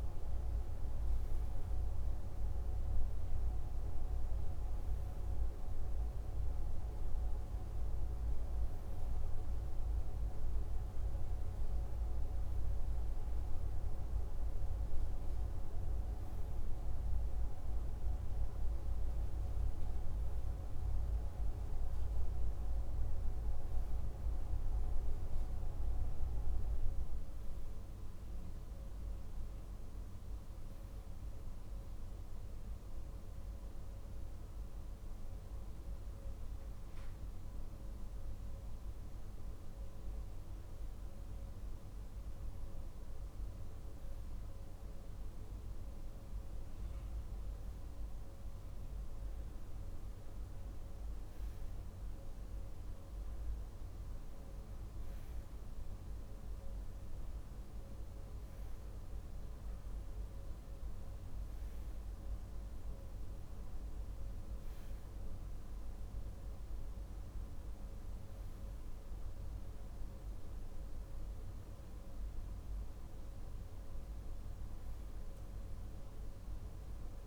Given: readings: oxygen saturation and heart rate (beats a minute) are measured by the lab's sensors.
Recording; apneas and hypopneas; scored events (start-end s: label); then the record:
breathing in sleep, hard to hear, by a room microphone; none
none scored
From the record:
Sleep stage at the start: N2 (light sleep); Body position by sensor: on the left side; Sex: male